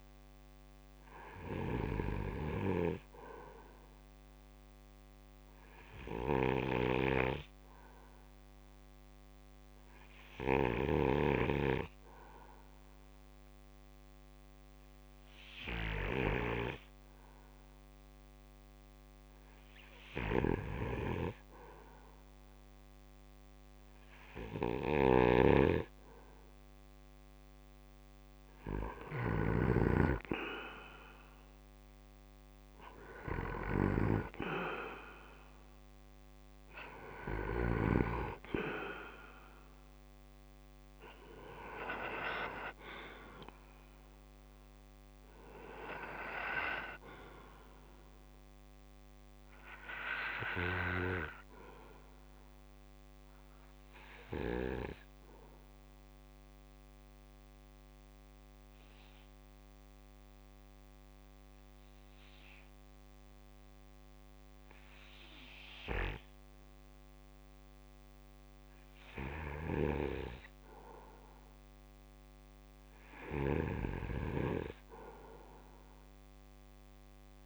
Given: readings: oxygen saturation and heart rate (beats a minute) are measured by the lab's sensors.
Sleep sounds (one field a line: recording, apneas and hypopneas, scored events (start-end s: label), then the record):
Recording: breathing in sleep by a microphone on the trachea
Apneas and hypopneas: 2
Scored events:
0.00-1.00 s: arousal
0.00-30.00 s: oxygen desaturation (device-marked, oxygen 74% lowest, heart rate 69 extreme)
1.00-37.50 s: snoring (device-marked)
5.50-22.00 s: hypopnea (oxygen 90% before, 74% lowest, heart rate 69 before, 69 extreme, up 1 after)
27.50-32.50 s: arousal
52.00-67.00 s: obstructive apnea (oxygen 89% before, 84% lowest, heart rate 73 before, 66 extreme, up 0 after)
54.00-77.46 s: new sleep stage, REM sleep
69.00-73.50 s: snoring (device-marked)
69.50-73.50 s: arousal
76.00-77.46 s: oxygen desaturation (device-marked, oxygen 97% before, 88% lowest, heart rate 67 before, 66 extreme)
From the record:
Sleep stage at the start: N2 (light sleep)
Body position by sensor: on the back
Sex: male